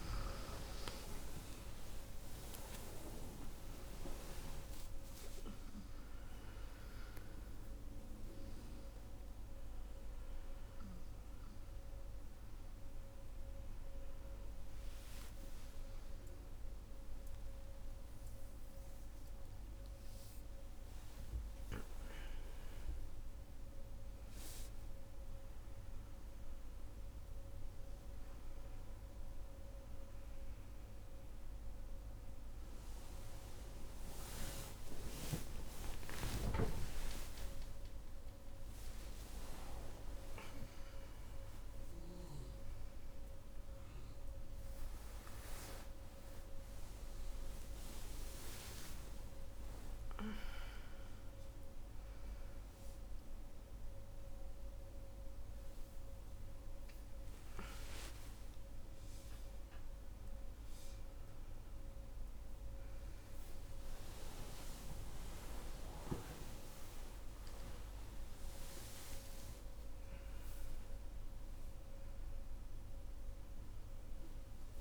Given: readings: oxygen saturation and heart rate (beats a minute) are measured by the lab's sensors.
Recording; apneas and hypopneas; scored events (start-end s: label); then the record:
a person awake in a sleep study, by a room microphone; none
0.00-6.50 s: oxygen desaturation (device-marked, oxygen 91% lowest, heart rate 73 extreme)
15.00-17.00 s: long interval between heartbeats (device-marked, heart rate 76 before, 89 extreme)
35.50-37.50 s: long interval between heartbeats (device-marked, heart rate 80 before, 108 extreme)
38.00-40.00 s: long interval between heartbeats (device-marked, heart rate 83 before, 123 extreme)
48.00-50.00 s: long interval between heartbeats (device-marked, heart rate 91 before, 87 extreme)
From the record:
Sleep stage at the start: awake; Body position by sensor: on the back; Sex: female